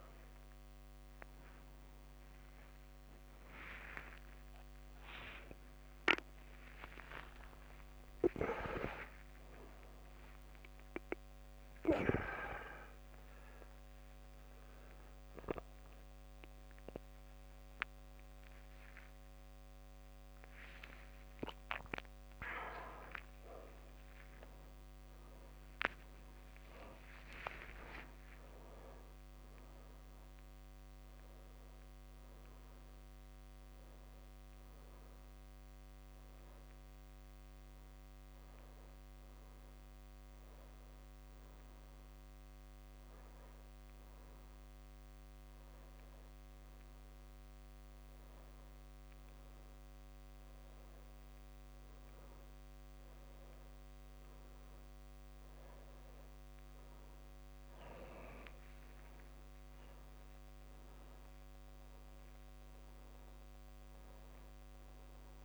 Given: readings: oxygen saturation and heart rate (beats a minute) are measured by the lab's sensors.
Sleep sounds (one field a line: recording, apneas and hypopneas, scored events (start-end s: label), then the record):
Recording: a person partly awake in a sleep study, by a microphone on the trachea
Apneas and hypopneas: 1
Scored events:
0.00-1.00 s: long interval between heartbeats (device-marked, heart rate 116 extreme)
1.00-13.00 s: oxygen desaturation (device-marked, oxygen 99% before, 94% lowest, heart rate 159 before, 59 extreme)
7.00-9.00 s: long interval between heartbeats (device-marked, heart rate 141 before, 117 extreme)
13.00-23.00 s: drop in pulse transit time (device-marked, heart rate 121 before, 62 extreme)
14.00-65.45 s: new sleep stage, N1 (lightest sleep)
23.50-25.50 s: long interval between heartbeats (device-marked, heart rate 87 before, 80 extreme)
42.50-54.50 s: hypopnea (oxygen 99% before, 93% lowest, heart rate 67 before, 56 extreme, up 1 after)
56.00-59.00 s: arousal
61.00-65.45 s: oxygen desaturation (device-marked, oxygen 97% before, 93% lowest, heart rate 58 before, 55 extreme)
From the record:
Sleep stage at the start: awake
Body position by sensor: on the back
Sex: male